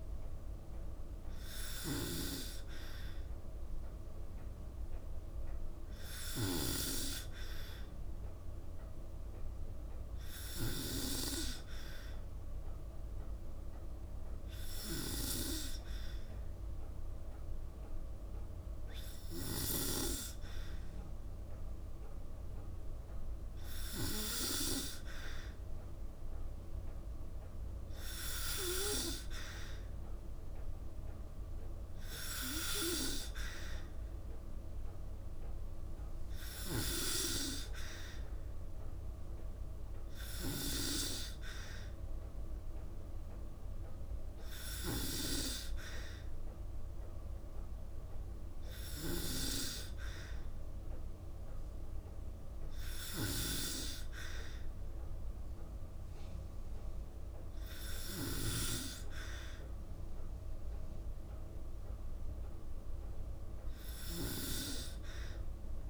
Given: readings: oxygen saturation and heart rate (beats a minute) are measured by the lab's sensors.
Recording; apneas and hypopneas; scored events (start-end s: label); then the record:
breathing in sleep by a room microphone; none
1.00-6.00 s: snoring (device-marked)
48.50-65.90 s: snoring (device-marked)
From the record:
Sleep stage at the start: N2 (light sleep); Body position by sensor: on the back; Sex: female